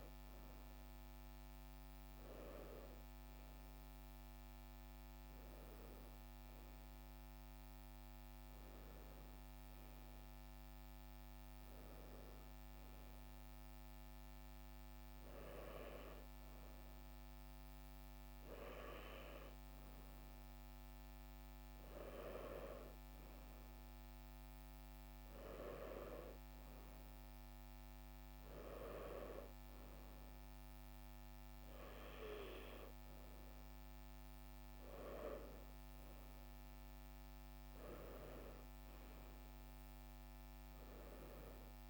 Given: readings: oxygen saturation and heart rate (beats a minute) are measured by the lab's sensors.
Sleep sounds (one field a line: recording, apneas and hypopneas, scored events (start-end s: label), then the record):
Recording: breathing in sleep by a microphone on the trachea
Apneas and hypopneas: none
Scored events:
none scored
From the record:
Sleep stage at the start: N1 (lightest sleep)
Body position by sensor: on the right side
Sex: female